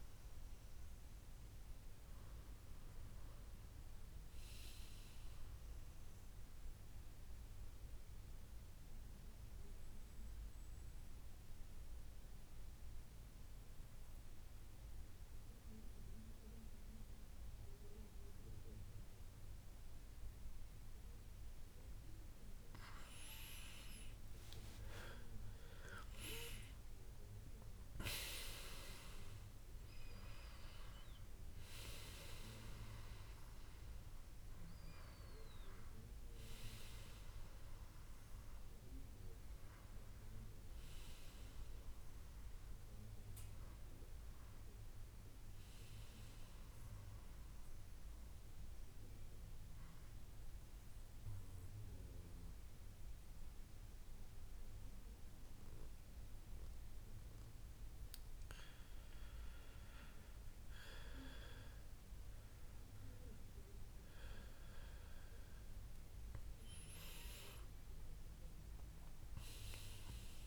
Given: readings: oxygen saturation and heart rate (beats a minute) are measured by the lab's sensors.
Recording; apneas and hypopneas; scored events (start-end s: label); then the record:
breathing in sleep by a room microphone; 2
0.00-3.00 s: arousal
6.00-22.00 s: central apnea (oxygen 98% before, 91% lowest, heart rate 74 before, 73 extreme, up 6 after)
9.50-11.50 s: long interval between heartbeats (device-marked, heart rate 74 before, 75 extreme)
25.00-30.00 s: arousal
25.00-43.00 s: oxygen desaturation (device-marked, oxygen 96% before, 91% lowest, heart rate 76 before, 72 extreme)
46.00-65.50 s: mixed apnea (oxygen 98% before, 94% lowest, heart rate 78 before, 72 extreme, up 8 after)
68.00-70.46 s: arousal
From the record:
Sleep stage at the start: N2 (light sleep); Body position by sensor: on the back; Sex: male